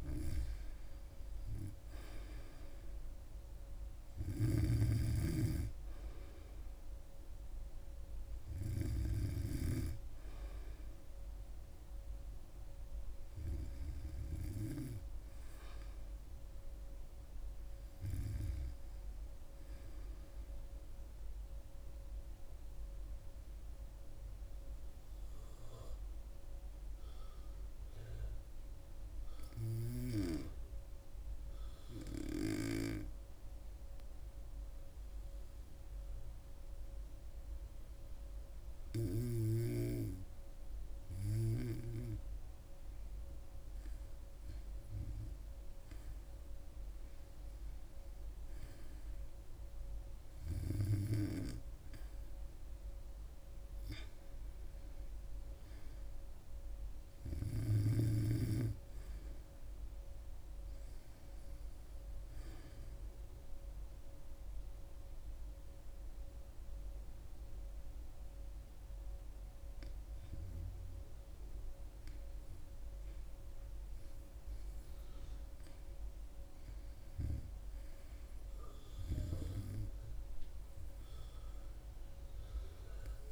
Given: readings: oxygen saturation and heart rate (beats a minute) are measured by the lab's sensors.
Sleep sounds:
breathing in sleep by a room microphone; 2
0.50-14.50 s: oxygen desaturation (device-marked, oxygen 98% before, 93% lowest, heart rate 70 before, 69 extreme)
17.50-20.50 s: arousal
23.50-42.00 s: hypopnea (oxygen 99% before, 94% lowest, heart rate 70 before, 67 extreme)
44.00-48.00 s: arousal
48.50-67.50 s: oxygen desaturation (device-marked, oxygen 99% before, 94% lowest, heart rate 70 before, 69 extreme)
63.00-73.50 s: hypopnea (oxygen 99% before, 94% lowest, heart rate 70 before, 71 extreme, up 5 after)
75.00-79.00 s: arousal
From the record:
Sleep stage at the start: REM sleep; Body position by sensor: on the back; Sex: female

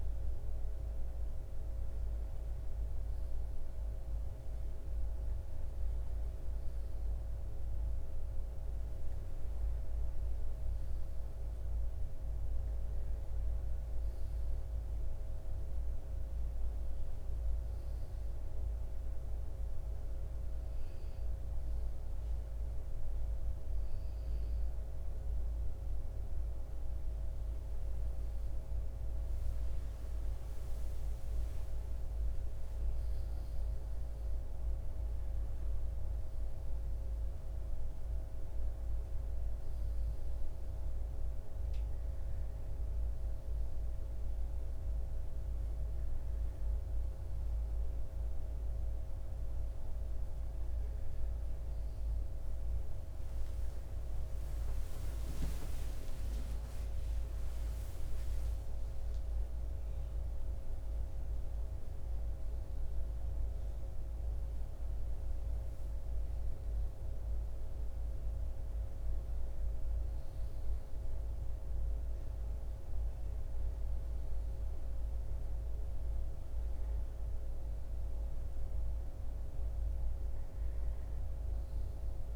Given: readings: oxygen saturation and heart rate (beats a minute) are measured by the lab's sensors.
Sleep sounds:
breathing in sleep, hard to hear, by a room microphone; none
32.00-35.50 s: arousal
55.00-60.50 s: arousal
From the record:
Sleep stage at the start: N2 (light sleep); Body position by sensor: on the left side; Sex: male

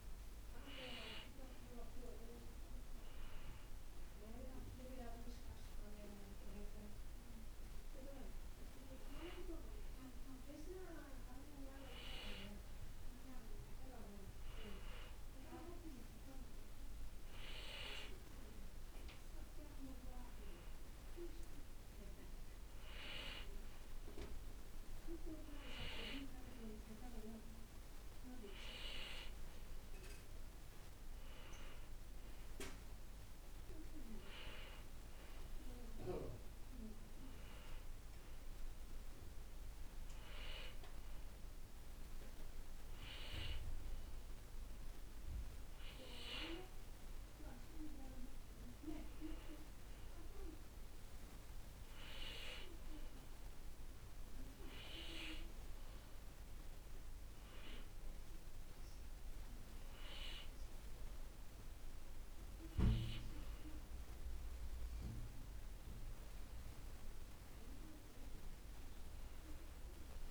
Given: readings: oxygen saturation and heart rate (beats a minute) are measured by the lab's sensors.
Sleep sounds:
breathing in sleep by a room microphone; 1
52.50-63.50 s: hypopnea (oxygen 94% before, 91% lowest, heart rate 63 before, 59 extreme, up 2 after)
65.00-69.50 s: arousal
From the record:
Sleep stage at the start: N2 (light sleep); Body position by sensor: on the back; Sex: male

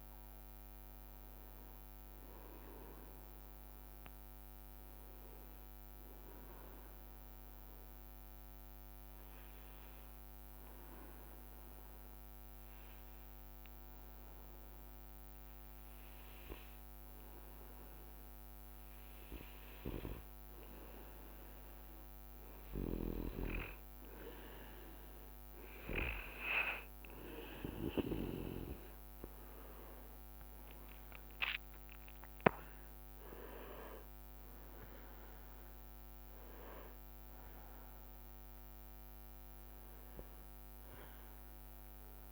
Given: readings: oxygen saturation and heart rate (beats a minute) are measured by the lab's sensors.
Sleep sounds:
breathing in sleep by a microphone on the trachea; 1
6.50-19.50 s: obstructive apnea (oxygen 98% before, 93% lowest, heart rate 67 before, 60 extreme, up 4 after)
23.50-42.32 s: oxygen desaturation (device-marked, oxygen 98% before, 94% lowest, heart rate 65 before, 58 extreme)
29.00-34.00 s: arousal
From the record:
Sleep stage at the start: N2 (light sleep); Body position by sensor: on the back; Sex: male

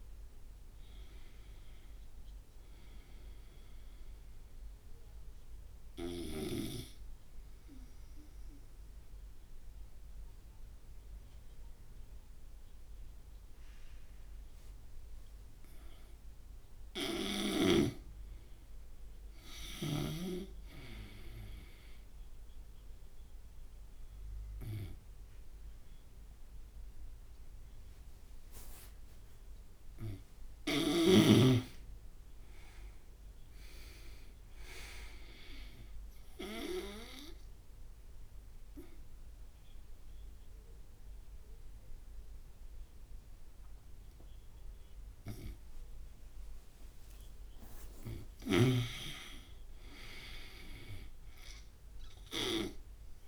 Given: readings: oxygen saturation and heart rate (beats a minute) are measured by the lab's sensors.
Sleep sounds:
breathing in sleep by a room microphone; 3
8.50-18.50 s: obstructive apnea (oxygen 99% before, 87% lowest)
12.00-21.00 s: oxygen desaturation (device-marked, oxygen 95% before, 87% lowest)
17.00-20.50 s: snoring (device-marked)
19.00-21.50 s: arousal
23.00-33.00 s: obstructive apnea (oxygen 99% before, 86% lowest)
33.00-43.00 s: oxygen desaturation (device-marked, oxygen 99% before, 94% lowest)
34.00-36.50 s: arousal
38.00-48.00 s: obstructive apnea (oxygen 99% before, 86% lowest)
48.50-53.00 s: snoring (device-marked)
49.00-51.50 s: arousal
From the record:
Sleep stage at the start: N2 (light sleep); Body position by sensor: on the right side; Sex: male

